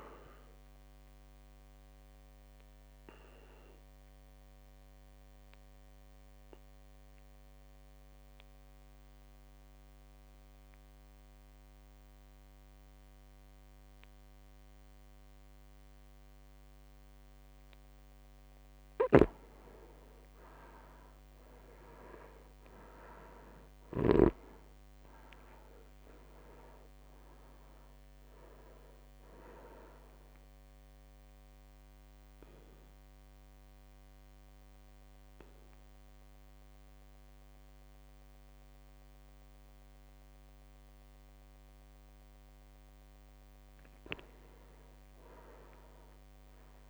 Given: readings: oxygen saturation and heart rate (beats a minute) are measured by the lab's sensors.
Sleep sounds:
breathing in sleep by a microphone on the trachea; 2
1.00-17.00 s: obstructive apnea (oxygen 100% before, 95% lowest, heart rate 59 before, 58 extreme, up 3 after)
18.00-27.00 s: drop in pulse transit time (device-marked, heart rate 59 before, 58 extreme)
19.00-24.50 s: snoring (device-marked)
20.50-24.50 s: arousal
30.00-46.90 s: oxygen desaturation (device-marked, oxygen 98% before, 95% lowest, heart rate 59 before, 57 extreme)
31.00-42.50 s: obstructive apnea (oxygen 99% before, 95% lowest, heart rate 60 before, 57 extreme, up 3 after)
39.00-46.90 s: drop in pulse transit time (device-marked, heart rate 60 before, 58 extreme)
From the record:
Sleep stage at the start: REM sleep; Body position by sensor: on the back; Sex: male

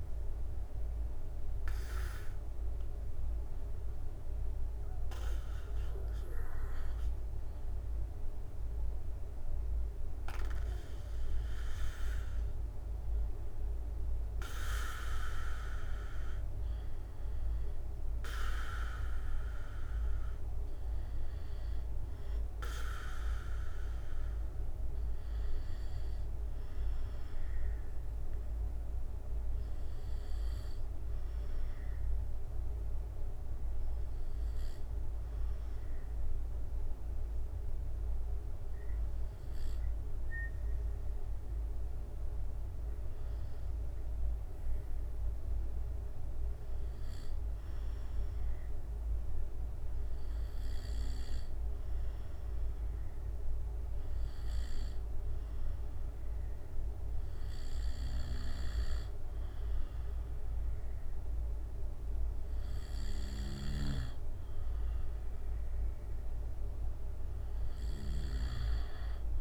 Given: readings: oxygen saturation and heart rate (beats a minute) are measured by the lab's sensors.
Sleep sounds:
breathing in sleep by a room microphone; 1
0.00-6.50 s: drop in pulse transit time (device-marked, heart rate 70 extreme)
45.00-58.00 s: obstructive apnea (oxygen 96% before, 95% lowest, heart rate 69 before, 67 extreme, up 2 after)
60.50-63.50 s: arousal
From the record:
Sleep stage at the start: N2 (light sleep); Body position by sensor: on the back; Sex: male

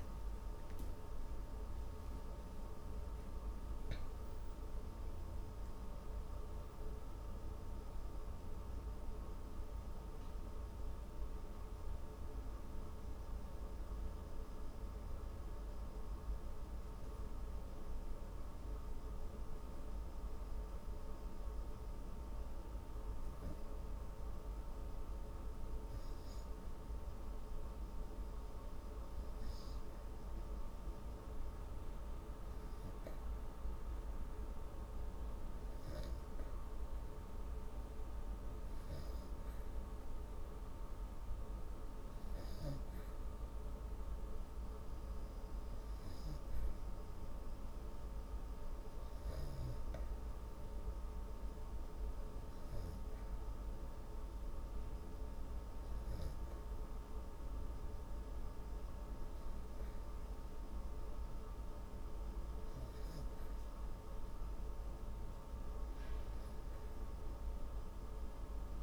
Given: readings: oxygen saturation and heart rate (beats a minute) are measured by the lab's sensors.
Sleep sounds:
breathing in sleep, hard to hear, by a room microphone; 1
0.00-4.00 s: arousal
11.50-26.50 s: hypopnea (oxygen 97% before, 94% lowest, heart rate 150 before, 98 extreme, up 21 after)
28.50-32.50 s: arousal
From the record:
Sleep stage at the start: N2 (light sleep); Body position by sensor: on the back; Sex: female

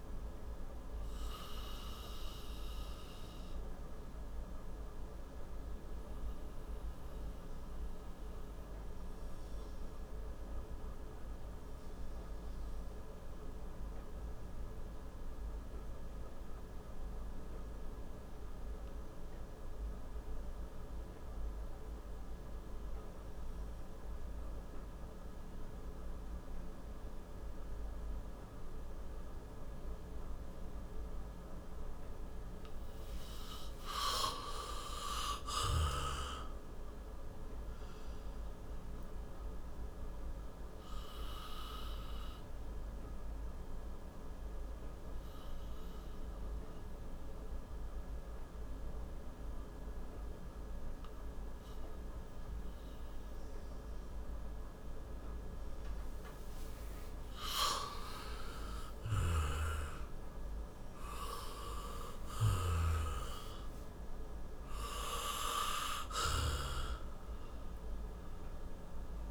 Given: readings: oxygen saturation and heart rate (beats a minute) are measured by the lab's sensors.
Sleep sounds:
breathing in sleep by a room microphone; 2
0.00-21.00 s: oxygen desaturation (device-marked, oxygen 87% lowest, heart rate 56 extreme)
1.00-30.00 s: obstructive apnea (oxygen 98% before, 87% lowest, heart rate 72 before, 56 extreme, up 11 after)
33.00-36.50 s: arousal
42.00-57.00 s: obstructive apnea (oxygen 98% before, 90% lowest, heart rate 63 before, 56 extreme, up 12 after)
47.00-63.00 s: oxygen desaturation (device-marked, oxygen 95% before, 90% lowest, heart rate 65 before, 55 extreme)
59.00-64.50 s: arousal
From the record:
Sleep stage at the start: N2 (light sleep); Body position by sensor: on the back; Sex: male

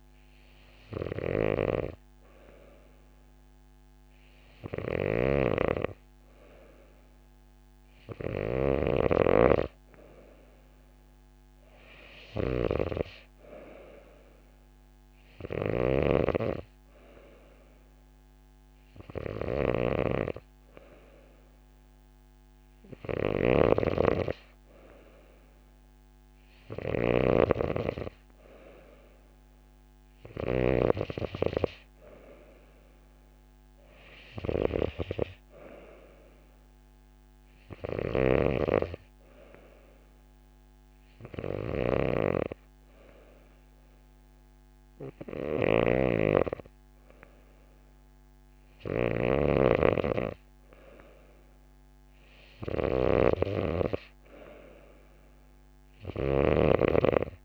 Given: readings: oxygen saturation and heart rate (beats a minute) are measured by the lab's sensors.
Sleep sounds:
breathing in sleep by a microphone on the trachea; none
none scored
From the record:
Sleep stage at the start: N2 (light sleep); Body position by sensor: on the right side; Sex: female

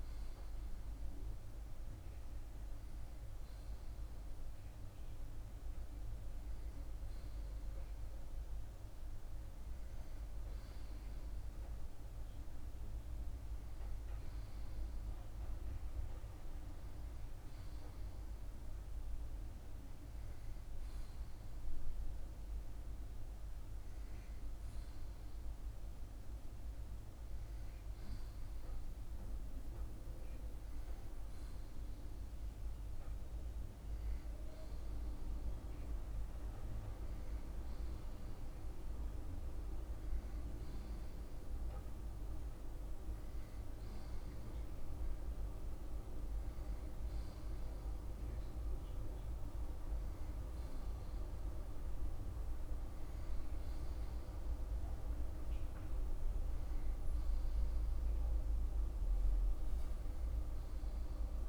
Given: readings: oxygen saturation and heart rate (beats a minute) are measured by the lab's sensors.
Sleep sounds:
breathing in sleep, hard to hear, by a room microphone; none
none scored
From the record:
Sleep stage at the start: N1 (lightest sleep); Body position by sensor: on the back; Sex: male

